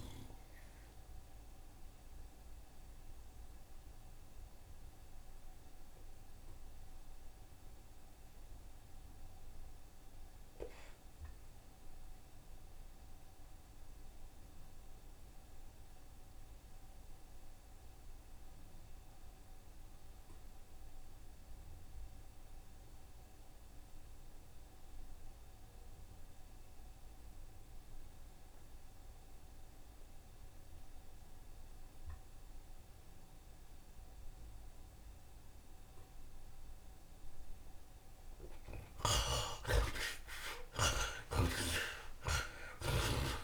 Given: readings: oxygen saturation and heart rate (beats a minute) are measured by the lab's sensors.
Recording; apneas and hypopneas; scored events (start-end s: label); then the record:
breathing in sleep by a room microphone; 1
0.00-1.00 s: oxygen desaturation (device-marked, oxygen 45% lowest, heart rate 56 extreme)
2.00-39.00 s: mixed apnea (oxygen 60% before, 52% lowest)
12.00-14.00 s: long interval between heartbeats (device-marked, heart rate 78 before, 85 extreme)
17.00-24.00 s: tachycardia (device-marked, heart rate 81 before, 114 extreme)
18.00-43.44 s: oxygen desaturation (device-marked, oxygen 81% before, 52% lowest)
20.50-22.50 s: long interval between heartbeats (device-marked, heart rate 79 before, 101 extreme)
25.50-27.50 s: long interval between heartbeats (device-marked, heart rate 88 before, 118 extreme)
29.50-31.50 s: long interval between heartbeats (device-marked, heart rate 93 before, 92 extreme)
31.00-43.00 s: tachycardia (device-marked, heart rate 79 before, 140 extreme)
34.00-36.00 s: long interval between heartbeats (device-marked, heart rate 97 before, 107 extreme)
36.00-38.00 s: long interval between heartbeats (device-marked, heart rate 99 before, 107 extreme)
38.50-40.50 s: long interval between heartbeats (device-marked, heart rate 102 before, 117 extreme)
40.00-43.44 s: arousal
41.50-43.44 s: long interval between heartbeats (device-marked, heart rate 108 before, 120 extreme)
From the record:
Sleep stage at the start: N2 (light sleep); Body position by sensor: on the right side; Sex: male